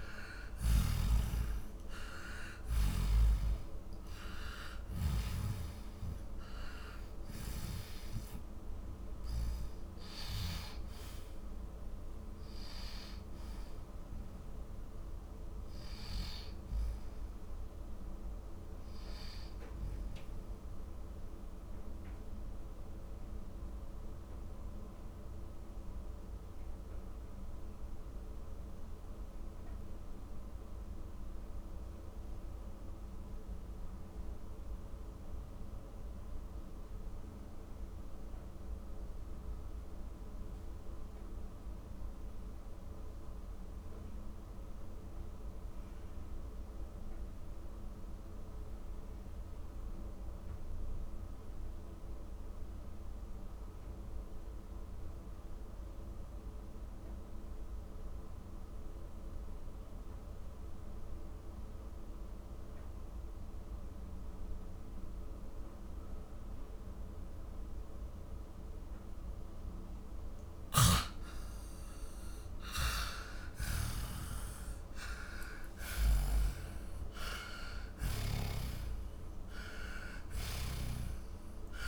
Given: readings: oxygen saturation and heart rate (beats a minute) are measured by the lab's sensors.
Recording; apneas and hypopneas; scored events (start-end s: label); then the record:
breathing in sleep by a room microphone; 1
0.00-3.00 s: snoring (device-marked)
0.00-40.00 s: oxygen desaturation (device-marked, oxygen 81% lowest, heart rate 46 extreme)
21.00-70.50 s: mixed apnea (oxygen 95% before, 81% lowest, heart rate 69 before, 46 extreme, up 12 after)
69.00-81.88 s: oxygen desaturation (device-marked, oxygen 98% before, 85% lowest, heart rate 50 before, 42 extreme)
70.50-74.00 s: snoring (device-marked)
73.50-79.00 s: arousal
76.00-80.50 s: snoring (device-marked)
From the record:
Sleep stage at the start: N2 (light sleep); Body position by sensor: on the back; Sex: male